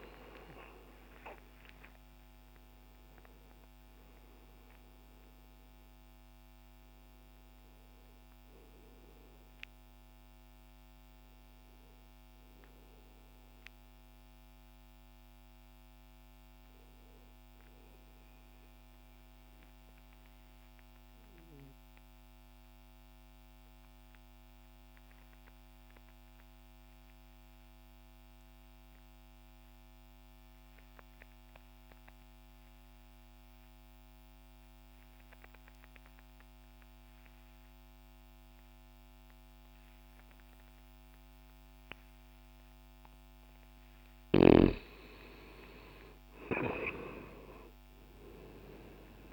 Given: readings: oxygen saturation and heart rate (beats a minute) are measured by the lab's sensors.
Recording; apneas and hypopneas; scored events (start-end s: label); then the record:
breathing in sleep by a microphone on the trachea; 1
0.00-12.00 s: oxygen desaturation (device-marked, oxygen 85% lowest, heart rate 60 extreme)
17.00-33.00 s: oxygen desaturation (device-marked, oxygen 88% before, 84% lowest, heart rate 70 before, 60 extreme)
18.00-44.00 s: mixed apnea (oxygen 93% before, 84% lowest, heart rate 69 before, 60 extreme, up 14 after)
43.00-49.33 s: oxygen desaturation (device-marked, oxygen 97% before, 84% lowest, heart rate 60 before, 60 extreme)
47.00-49.33 s: arousal
From the record:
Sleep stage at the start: N2 (light sleep); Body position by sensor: on the left side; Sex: male